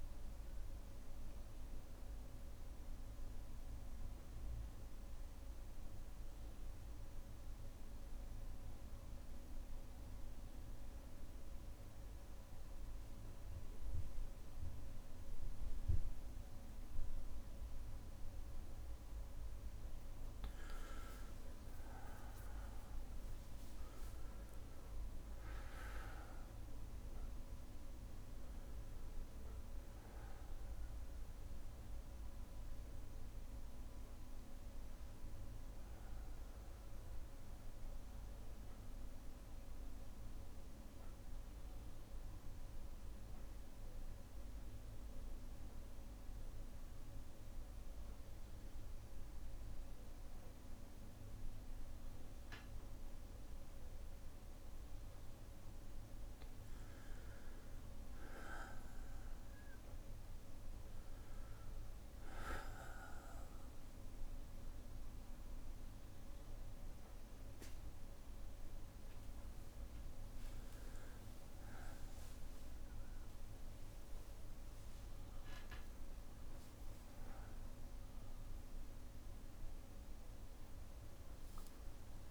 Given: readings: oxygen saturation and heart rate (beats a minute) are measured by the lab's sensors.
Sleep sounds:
breathing in sleep, hard to hear, by a room microphone; 2
0.00-13.50 s: oxygen desaturation (device-marked, oxygen 91% lowest, heart rate 58 extreme)
1.50-17.50 s: bradycardia (device-marked, heart rate 62 before, 58 extreme)
2.50-19.00 s: obstructive apnea (oxygen 98% before, 91% lowest, heart rate 62 before, 57 extreme, up 5 after)
21.50-25.50 s: arousal
33.50-51.50 s: bradycardia (device-marked, heart rate 63 before, 57 extreme)
37.00-55.00 s: obstructive apnea (oxygen 99% before, 95% lowest, heart rate 61 before, 57 extreme, up 4 after)
57.00-61.00 s: arousal
60.50-77.50 s: oxygen desaturation (device-marked, oxygen 99% before, 95% lowest, heart rate 59 before, 58 extreme)
64.50-67.50 s: bradycardia (device-marked, heart rate 63 before, 60 extreme)
76.50-81.00 s: arousal
From the record:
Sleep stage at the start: N2 (light sleep); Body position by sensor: on the back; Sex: male

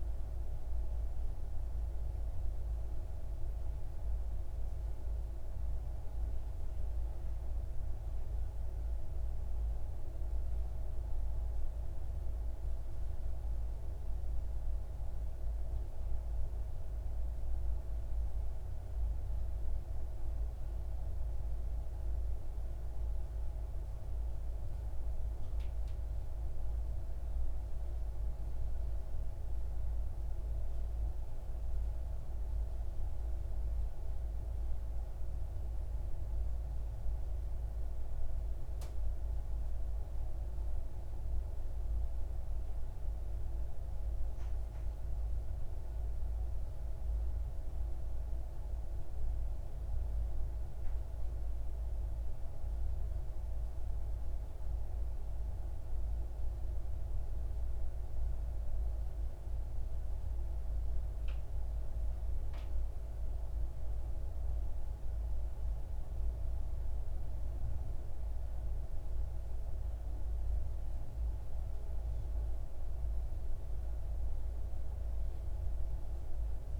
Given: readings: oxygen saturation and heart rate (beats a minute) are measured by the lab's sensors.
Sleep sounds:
breathing in sleep, hard to hear, by a room microphone; none
none scored
From the record:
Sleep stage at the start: N3 (deep sleep); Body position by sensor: on the left side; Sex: male

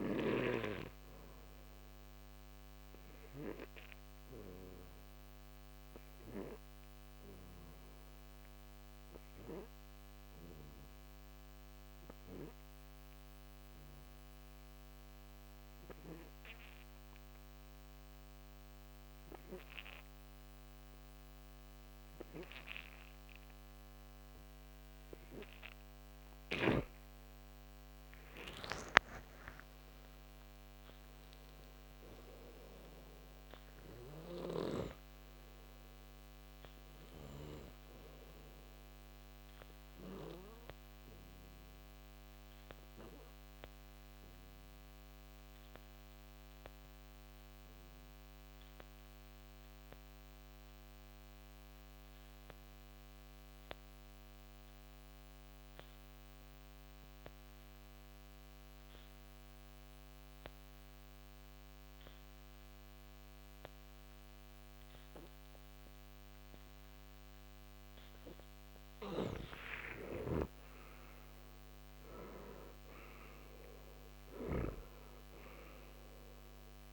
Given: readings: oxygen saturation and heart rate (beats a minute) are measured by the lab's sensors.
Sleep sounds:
breathing in sleep by a microphone on the trachea; 2
0.00-10.50 s: oxygen desaturation (device-marked, oxygen 86% lowest, heart rate 61 extreme)
1.50-26.50 s: obstructive apnea (oxygen 97% before, 84% lowest, heart rate 69 before, 57 extreme, up 5 after)
25.50-51.50 s: oxygen desaturation (device-marked, oxygen 97% before, 87% lowest, heart rate 63 before, 56 extreme)
28.00-32.50 s: arousal
39.00-67.50 s: obstructive apnea (oxygen 97% before, 84% lowest, heart rate 65 before, 56 extreme, up 11 after)
60.50-76.93 s: oxygen desaturation (device-marked, oxygen 97% before, 84% lowest, heart rate 59 before, 59 extreme)
69.00-73.50 s: arousal
69.00-76.93 s: snoring (device-marked)
From the record:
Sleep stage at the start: N2 (light sleep); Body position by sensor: on the back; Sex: male

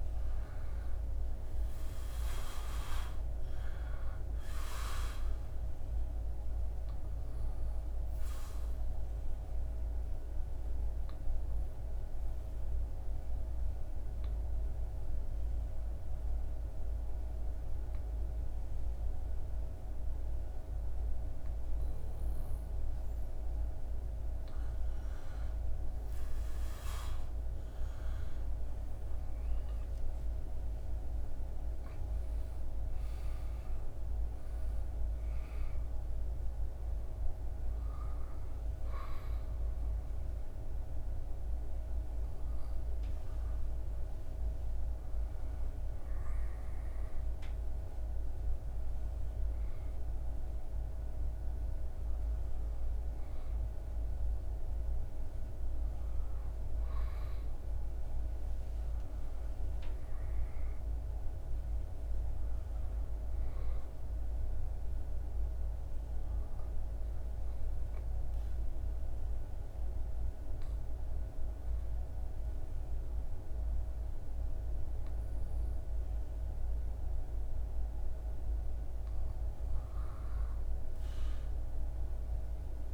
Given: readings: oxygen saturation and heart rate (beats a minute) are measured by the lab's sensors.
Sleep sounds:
breathing in sleep, hard to hear, by a room microphone; 2
0.00-16.00 s: oxygen desaturation (device-marked, oxygen 95% lowest, heart rate 73 extreme)
4.50-22.50 s: obstructive apnea (oxygen 99% before, 94% lowest, heart rate 77 before, 71 extreme, up 7 after)
24.50-28.50 s: arousal
30.00-47.00 s: oxygen desaturation (device-marked, oxygen 98% before, 94% lowest, heart rate 76 before, 71 extreme)
66.50-77.50 s: obstructive apnea (oxygen 99% before, 94% lowest, heart rate 79 before, 75 extreme, up 1 after)
80.00-82.94 s: arousal
81.00-82.94 s: oxygen desaturation (device-marked, oxygen 98% before, 94% lowest, heart rate 78 before, 75 extreme)
From the record:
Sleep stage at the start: N2 (light sleep); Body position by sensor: on the back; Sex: male

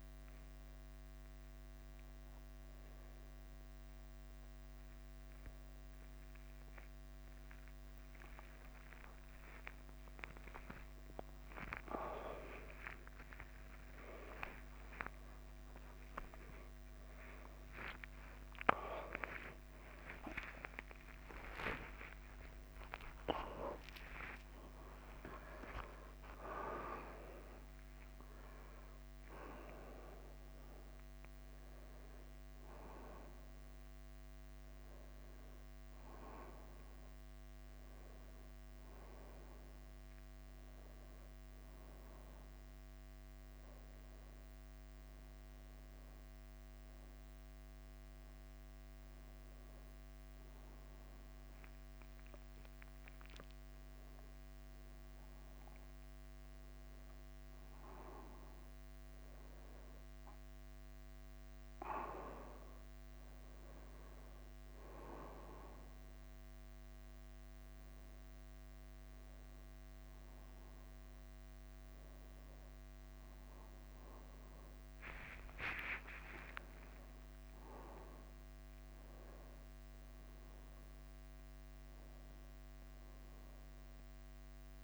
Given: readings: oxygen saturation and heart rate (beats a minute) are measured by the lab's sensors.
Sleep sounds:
a person awake in a sleep study, by a microphone on the trachea; none
0.50-2.50 s: long interval between heartbeats (device-marked, heart rate 71 before, 69 extreme)
11.00-14.00 s: oxygen desaturation (device-marked, oxygen 100% before, 97% lowest, heart rate 73 before, 63 extreme)
14.00-16.00 s: long interval between heartbeats (device-marked, heart rate 73 before, 80 extreme)
24.00-26.00 s: long interval between heartbeats (device-marked, heart rate 73 before, 77 extreme)
29.00-35.00 s: oxygen desaturation (device-marked, oxygen 98% before, 95% lowest, heart rate 75 before, 48 extreme)
32.50-34.50 s: long interval between heartbeats (device-marked, heart rate 76 before, 80 extreme)
36.00-69.00 s: bradycardia (device-marked, heart rate 61 before, 48 extreme)
73.50-75.50 s: long interval between heartbeats (device-marked, heart rate 55 before, 70 extreme)
77.00-84.84 s: bradycardia (device-marked, heart rate 61 before, 45 extreme)
From the record:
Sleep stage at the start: awake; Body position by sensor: on the back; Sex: male

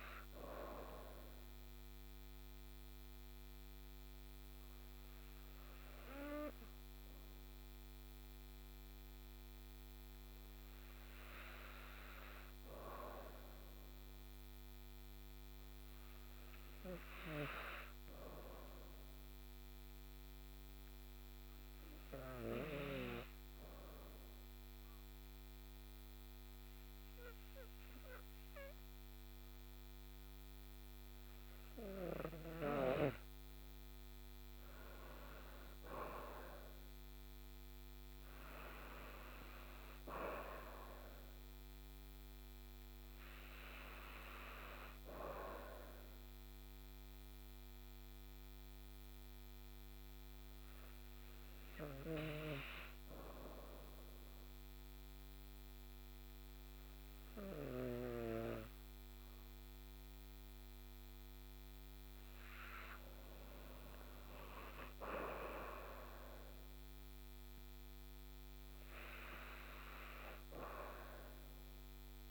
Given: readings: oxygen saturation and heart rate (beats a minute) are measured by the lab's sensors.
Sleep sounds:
breathing in sleep by a microphone on the trachea; 2
0.00-16.00 s: oxygen desaturation (device-marked, oxygen 90% lowest, heart rate 30 extreme)
18.00-33.00 s: hypopnea (oxygen 98% before, 91% lowest, heart rate 44 before, 61 extreme)
35.50-39.50 s: arousal
47.00-61.00 s: hypopnea (oxygen 98% before, 91% lowest, heart rate 92 before, 119 extreme)
50.00-66.00 s: oxygen desaturation (device-marked, oxygen 96% before, 91% lowest, heart rate 98 before, 119 extreme)
65.00-68.50 s: arousal
From the record:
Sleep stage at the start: N2 (light sleep); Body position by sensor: on the back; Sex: female

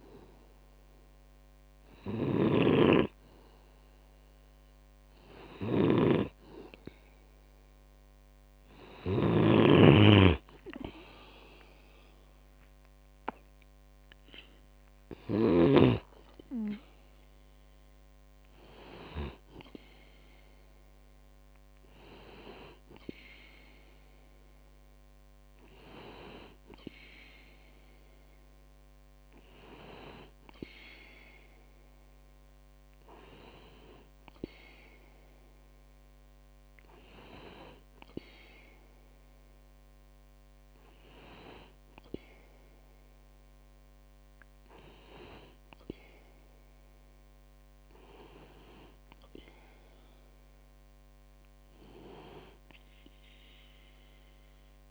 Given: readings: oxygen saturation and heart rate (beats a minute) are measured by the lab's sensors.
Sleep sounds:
breathing in sleep by a microphone on the trachea; none
0.00-9.50 s: snoring (device-marked)
From the record:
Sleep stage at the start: N2 (light sleep); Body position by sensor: on the back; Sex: male

